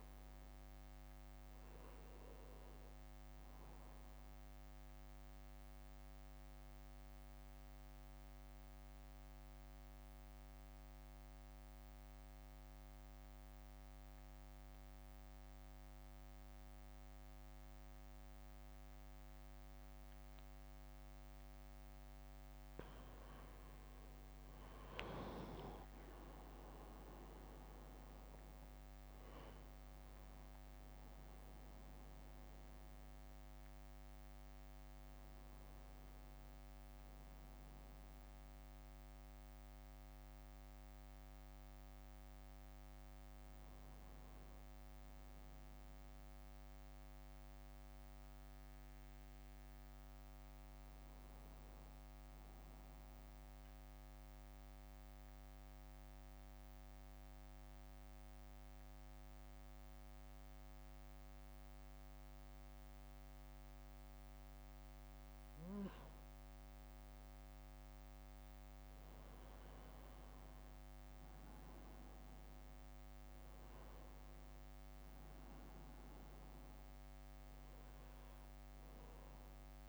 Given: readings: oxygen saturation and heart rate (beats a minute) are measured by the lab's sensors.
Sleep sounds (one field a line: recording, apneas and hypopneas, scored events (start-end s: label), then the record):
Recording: breathing in sleep, hard to hear, by a microphone on the trachea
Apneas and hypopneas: 2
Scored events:
4.50-24.00 s: mixed apnea (oxygen 96% before, 90% lowest, heart rate 61 before, 58 extreme, up 0 after)
26.00-29.50 s: arousal
27.50-50.50 s: drop in pulse transit time (device-marked, heart rate 64 before, 58 extreme)
28.50-38.50 s: oxygen desaturation (device-marked, oxygen 94% before, 91% lowest, heart rate 64 before, 62 extreme)
54.00-69.00 s: mixed apnea (oxygen 94% before, 91% lowest, heart rate 66 before, 58 extreme, up 0 after)
71.50-74.50 s: arousal
74.50-79.89 s: oxygen desaturation (device-marked, oxygen 98% before, 94% lowest, heart rate 64 before, 58 extreme)
From the record:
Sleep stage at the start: N2 (light sleep)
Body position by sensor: on the back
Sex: male